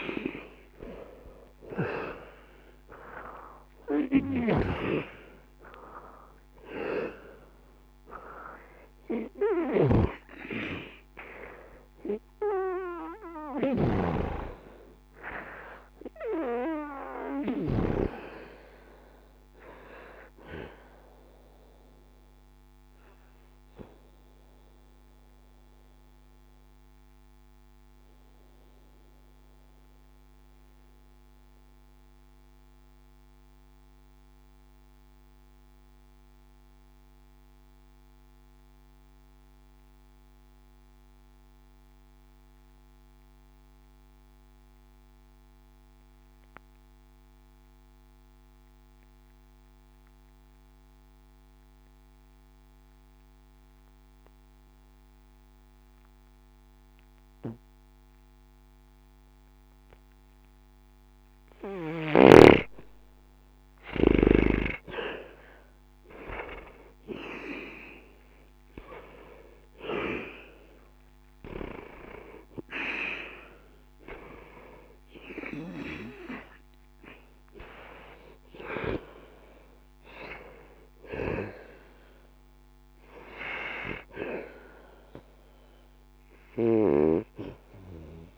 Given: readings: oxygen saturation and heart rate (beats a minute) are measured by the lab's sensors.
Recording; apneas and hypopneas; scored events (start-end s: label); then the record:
breathing in sleep by a microphone on the trachea; 1
0.00-1.50 s: arousal
0.00-36.50 s: oxygen desaturation (device-marked, oxygen 77% lowest, heart rate 61 extreme)
23.50-63.00 s: obstructive apnea (oxygen 95% before, 77% lowest, heart rate 95 before, 61 extreme, up 1 after)
58.50-88.38 s: oxygen desaturation (device-marked, oxygen 98% before, 78% lowest, heart rate 62 before, 60 extreme)
65.00-69.00 s: arousal
From the record:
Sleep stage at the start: N2 (light sleep); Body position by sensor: on the back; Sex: male